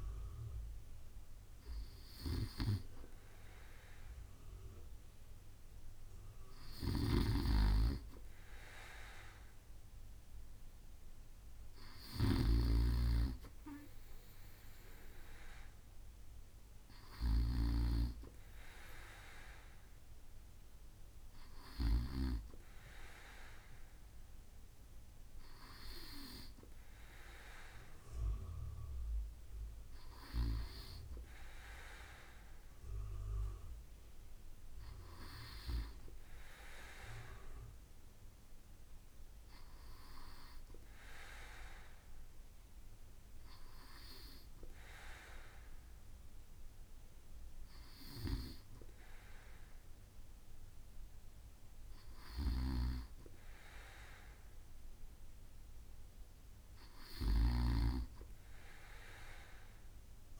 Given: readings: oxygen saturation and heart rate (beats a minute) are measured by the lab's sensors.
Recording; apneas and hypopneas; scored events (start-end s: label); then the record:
breathing in sleep by a room microphone; none
12.00-17.50 s: snoring (device-marked)
52.00-57.50 s: snoring (device-marked)
From the record:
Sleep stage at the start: N2 (light sleep); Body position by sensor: on the right side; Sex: male